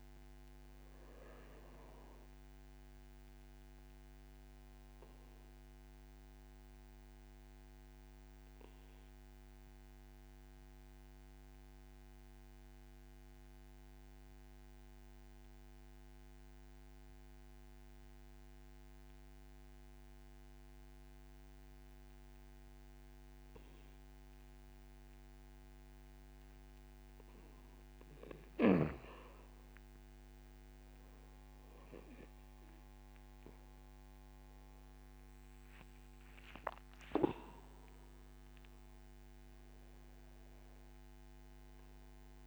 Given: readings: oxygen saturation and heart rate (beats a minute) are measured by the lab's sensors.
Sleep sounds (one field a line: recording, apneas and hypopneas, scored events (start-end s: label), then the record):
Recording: breathing in sleep, hard to hear, by a microphone on the trachea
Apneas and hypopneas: 1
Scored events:
0.00-19.00 s: oxygen desaturation (device-marked, oxygen 88% lowest, heart rate 27 extreme)
4.50-25.50 s: obstructive apnea (oxygen 96% before, 87% lowest, heart rate 59 before, 27 extreme, up 17 after)
28.00-42.46 s: oxygen desaturation (device-marked, oxygen 96% before, 87% lowest, heart rate 58 before, 27 extreme)
36.00-41.50 s: arousal
From the record:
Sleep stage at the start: N2 (light sleep)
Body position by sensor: on the back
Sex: male